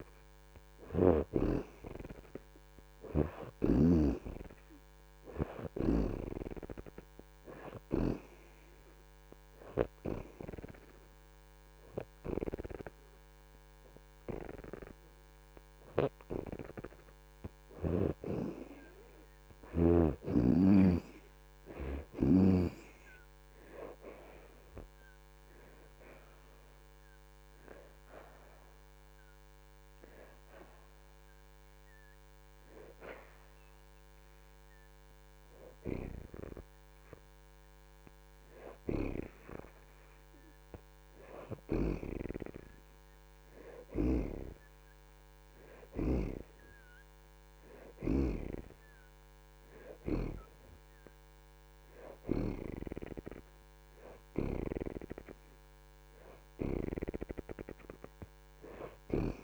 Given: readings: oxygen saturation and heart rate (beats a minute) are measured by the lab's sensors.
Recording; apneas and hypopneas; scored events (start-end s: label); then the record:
breathing in sleep by a microphone on the trachea; 1
0.00-8.50 s: oxygen desaturation (device-marked, oxygen 67% lowest)
0.50-4.00 s: snoring (device-marked)
9.00-19.00 s: hypopnea (oxygen 76% before, 57% lowest)
17.50-31.50 s: oxygen desaturation (device-marked, oxygen 70% before, 61% lowest)
24.50-28.00 s: arousal
36.50-52.50 s: oxygen desaturation (device-marked, oxygen 69% before, 57% lowest)
From the record:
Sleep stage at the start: N2 (light sleep); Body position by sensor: on the back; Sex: female